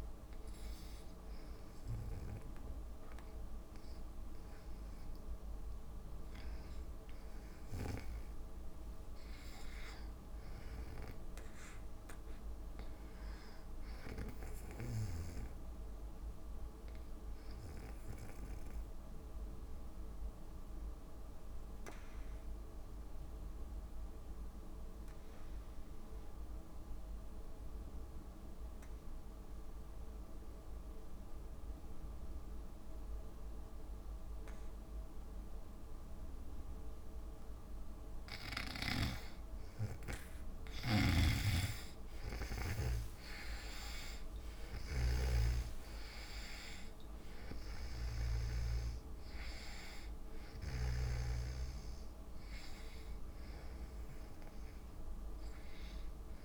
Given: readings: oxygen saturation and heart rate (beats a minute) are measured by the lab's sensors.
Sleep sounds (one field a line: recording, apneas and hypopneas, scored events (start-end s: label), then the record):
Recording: breathing in sleep by a room microphone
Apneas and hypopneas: 1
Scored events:
0.00-9.00 s: oxygen desaturation (device-marked, oxygen 78% lowest, heart rate 57 extreme)
8.50-10.50 s: long interval between heartbeats (device-marked, heart rate 65 before, 78 extreme)
17.50-37.50 s: obstructive apnea (oxygen 98% before, 83% lowest, heart rate 66 before, 57 extreme, up 11 after)
35.00-56.45 s: oxygen desaturation (device-marked, oxygen 97% before, 83% lowest, heart rate 59 before, 57 extreme)
39.50-42.50 s: arousal
41.00-49.00 s: snoring (device-marked)
49.00-56.45 s: drop in pulse transit time (device-marked, heart rate 64 before, 57 extreme)
From the record:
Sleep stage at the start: N2 (light sleep)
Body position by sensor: on the back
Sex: female